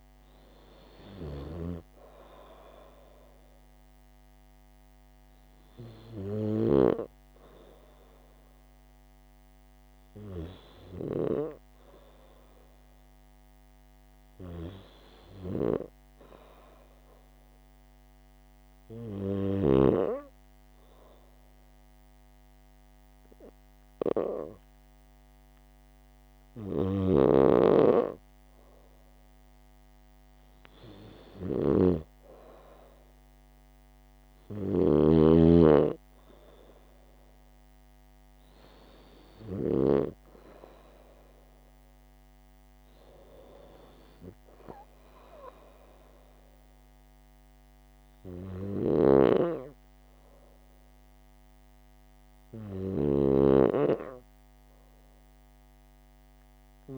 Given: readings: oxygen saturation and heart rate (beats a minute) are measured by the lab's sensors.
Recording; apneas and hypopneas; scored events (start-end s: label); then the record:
breathing in sleep by a microphone on the trachea; none
0.00-7.50 s: oxygen desaturation (device-marked, oxygen 93% lowest, heart rate 75 extreme)
27.00-40.00 s: snoring (device-marked)
49.00-56.98 s: snoring (device-marked)
From the record:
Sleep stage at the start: N2 (light sleep); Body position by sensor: on the right side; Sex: female